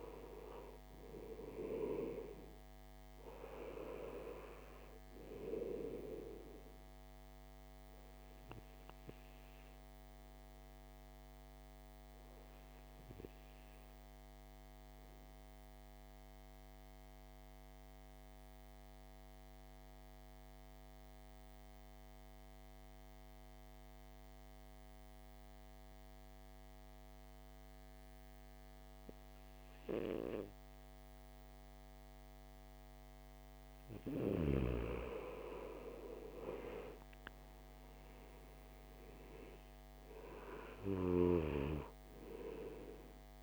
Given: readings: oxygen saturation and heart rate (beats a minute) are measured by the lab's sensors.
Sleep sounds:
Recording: breathing in sleep by a microphone on the trachea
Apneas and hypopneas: 1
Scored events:
0.00-1.50 s: arousal
0.00-14.00 s: oxygen desaturation (device-marked, oxygen 90% lowest, heart rate 53 extreme)
8.00-34.00 s: obstructive apnea (oxygen 98% before, 87% lowest, heart rate 59 before, 52 extreme, up 11 after)
16.00-29.00 s: oxygen desaturation (device-marked, oxygen 94% before, 88% lowest, heart rate 60 before, 52 extreme)
35.50-39.50 s: arousal
From the record:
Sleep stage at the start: N2 (light sleep)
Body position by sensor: on the back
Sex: male

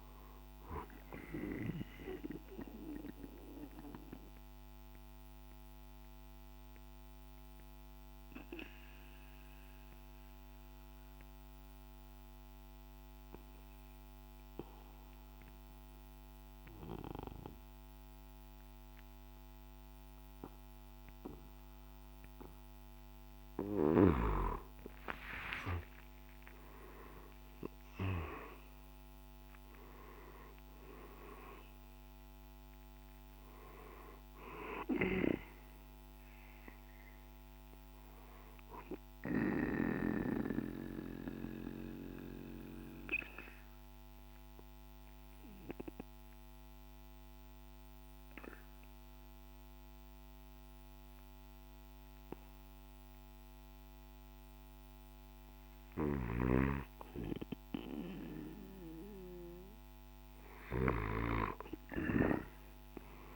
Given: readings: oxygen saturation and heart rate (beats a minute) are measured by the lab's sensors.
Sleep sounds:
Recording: breathing in sleep by a microphone on the trachea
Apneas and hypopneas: 2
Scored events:
0.00-1.00 s: drop in pulse transit time (device-marked, heart rate 59 extreme)
0.00-18.00 s: oxygen desaturation (device-marked, oxygen 89% lowest, heart rate 53 extreme)
0.50-22.50 s: obstructive apnea (oxygen 98% before, 88% lowest, heart rate 59 before, 52 extreme, up 7 after)
24.00-28.50 s: arousal
30.00-40.00 s: drop in pulse transit time (device-marked, heart rate 55 before, 56 extreme)
30.00-54.00 s: oxygen desaturation (device-marked, oxygen 98% before, 88% lowest, heart rate 55 before, 52 extreme)
40.00-56.00 s: obstructive apnea (oxygen 98% before, 88% lowest, heart rate 58 before, 52 extreme, up 6 after)
61.50-63.35 s: arousal
From the record:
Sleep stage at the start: N2 (light sleep)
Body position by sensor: on the right side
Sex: male

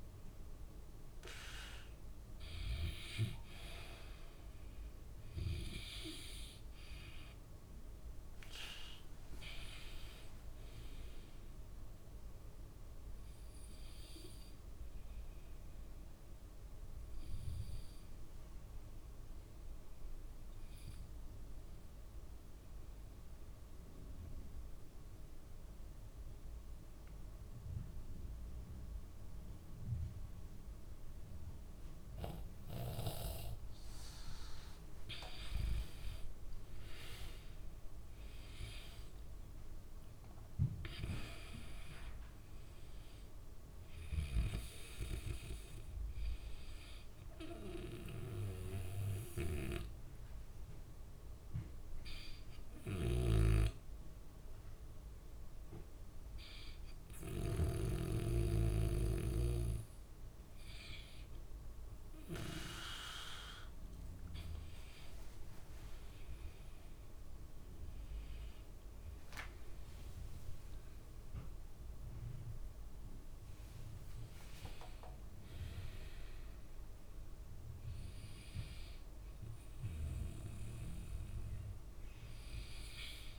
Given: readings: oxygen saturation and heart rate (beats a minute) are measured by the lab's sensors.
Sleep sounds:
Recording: breathing in sleep by a room microphone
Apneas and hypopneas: 2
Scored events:
0.00-9.00 s: oxygen desaturation (device-marked, oxygen 93% lowest, heart rate 58 extreme)
13.50-17.00 s: arousal
21.50-35.00 s: obstructive apnea (oxygen 97% before, 91% lowest, heart rate 63 before, 58 extreme, up 11 after)
33.00-62.00 s: oxygen desaturation (device-marked, oxygen 97% before, 91% lowest, heart rate 64 before, 58 extreme)
37.00-40.50 s: arousal
49.00-63.50 s: hypopnea (oxygen 97% before, 91% lowest, heart rate 70 before, 59 extreme, up 11 after)
53.00-58.00 s: snoring (device-marked)
66.50-70.50 s: arousal
From the record:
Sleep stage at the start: N2 (light sleep)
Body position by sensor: on the back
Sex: male

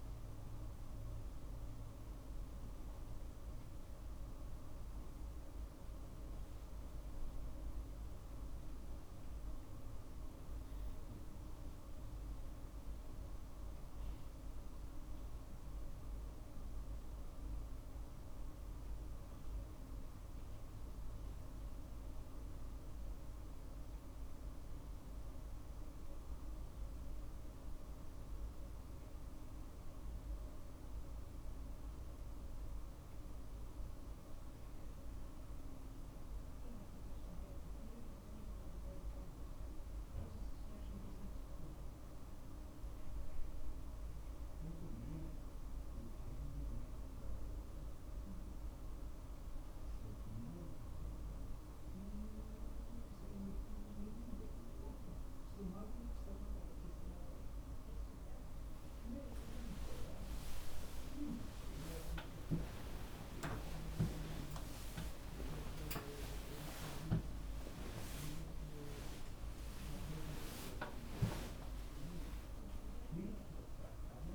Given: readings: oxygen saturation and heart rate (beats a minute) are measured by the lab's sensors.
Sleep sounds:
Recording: a person awake in a sleep study, by a room microphone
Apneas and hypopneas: none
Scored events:
60.50-72.50 s: tachycardia (device-marked, heart rate 50 before, 183 extreme)
62.50-64.50 s: long interval between heartbeats (device-marked, heart rate 49 before, 86 extreme)
64.50-66.50 s: long interval between heartbeats (device-marked, heart rate 54 before, 138 extreme)
67.00-69.00 s: long interval between heartbeats (device-marked, heart rate 64 before, 167 extreme)
67.50-74.35 s: drop in pulse transit time (device-marked, heart rate 70 before, 80 extreme)
69.50-71.50 s: long interval between heartbeats (device-marked, heart rate 83 before, 182 extreme)
72.00-74.00 s: long interval between heartbeats (device-marked, heart rate 97 before, 162 extreme)
From the record:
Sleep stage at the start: awake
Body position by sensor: on the back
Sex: male

